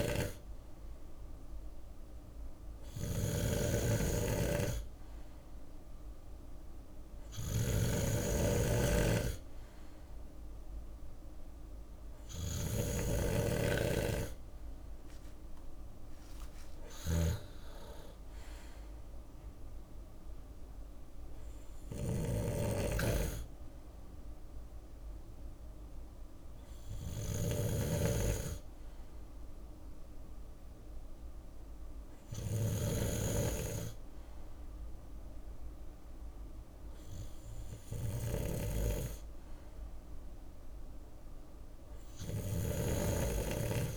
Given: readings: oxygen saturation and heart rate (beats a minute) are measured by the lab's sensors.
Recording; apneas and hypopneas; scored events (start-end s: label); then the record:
breathing in sleep by a room microphone; none
0.00-43.97 s: snoring (device-marked)
9.00-27.00 s: drop in pulse transit time (device-marked, heart rate 61 before, 58 extreme)
21.00-29.00 s: bradycardia (device-marked, heart rate 61 before, 58 extreme)
From the record:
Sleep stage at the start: N3 (deep sleep); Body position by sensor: on the left side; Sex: male